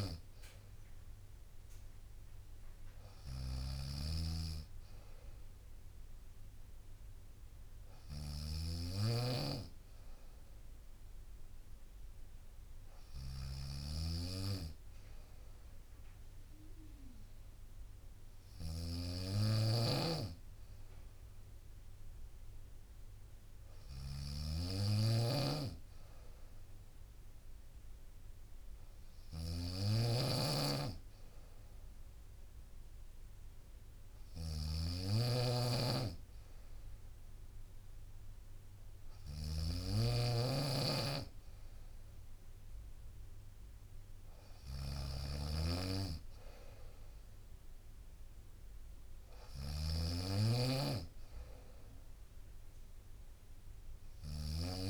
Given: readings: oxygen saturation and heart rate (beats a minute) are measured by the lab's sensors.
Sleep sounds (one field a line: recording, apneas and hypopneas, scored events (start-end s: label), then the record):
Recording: breathing in sleep by a room microphone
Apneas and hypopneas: none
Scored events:
0.00-54.90 s: snoring (device-marked)
From the record:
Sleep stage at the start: N2 (light sleep)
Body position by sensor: on the right side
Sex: female